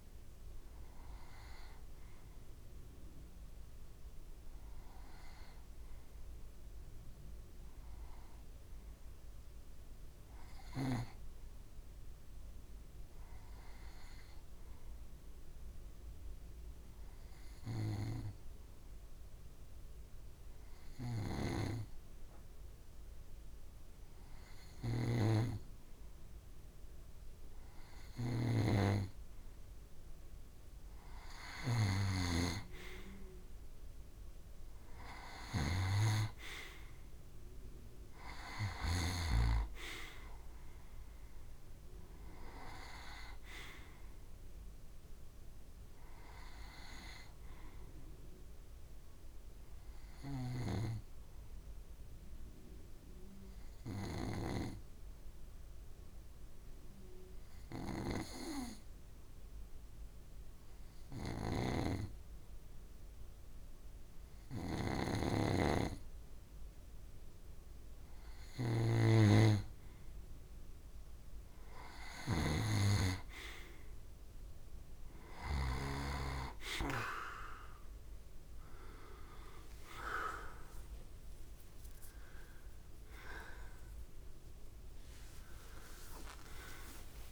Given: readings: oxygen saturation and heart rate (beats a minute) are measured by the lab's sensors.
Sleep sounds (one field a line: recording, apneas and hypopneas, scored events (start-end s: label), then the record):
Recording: breathing in sleep by a room microphone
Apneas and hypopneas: 2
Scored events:
11.00-29.50 s: obstructive apnea (oxygen 96% before, 90% lowest, heart rate 64 before, 64 extreme, up 1 after)
21.00-28.50 s: snoring (device-marked)
24.00-60.00 s: oxygen desaturation (device-marked, oxygen 96% before, 90% lowest, heart rate 65 before, 64 extreme)
31.50-35.50 s: arousal
52.00-68.00 s: obstructive apnea (oxygen 95% before, 90% lowest, heart rate 65 before, 64 extreme, up 1 after)
61.00-68.50 s: snoring (device-marked)
72.00-87.32 s: oxygen desaturation (device-marked, oxygen 96% before, 90% lowest, heart rate 65 before, 64 extreme)
75.50-79.00 s: arousal
From the record:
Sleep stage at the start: N2 (light sleep)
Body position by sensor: on the back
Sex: male